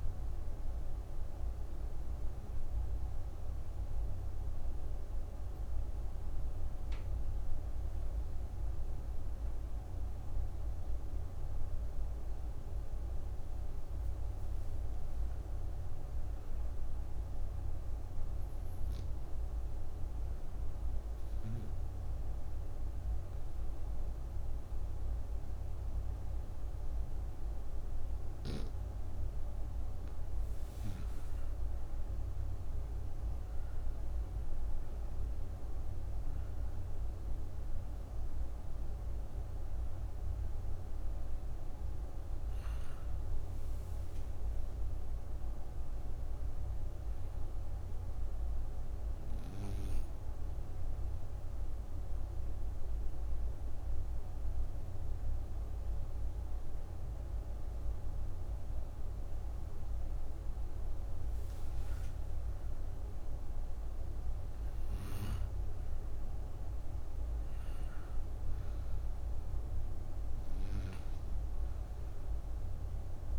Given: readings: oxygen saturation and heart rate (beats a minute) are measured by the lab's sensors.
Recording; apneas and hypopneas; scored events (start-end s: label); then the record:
breathing in sleep, hard to hear, by a room microphone; 3
0.00-3.00 s: oxygen desaturation (device-marked, oxygen 90% lowest)
3.00-15.00 s: obstructive apnea (oxygen 97% before, 90% lowest)
15.50-18.00 s: arousal
20.50-30.50 s: obstructive apnea (oxygen 97% before, 90% lowest)
27.00-62.00 s: oxygen desaturation (device-marked, oxygen 97% before, 90% lowest)
31.50-36.00 s: arousal
51.00-62.00 s: obstructive apnea (oxygen 97% before, 88% lowest)
63.50-68.00 s: arousal
From the record:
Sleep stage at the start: N2 (light sleep); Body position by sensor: on the right side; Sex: female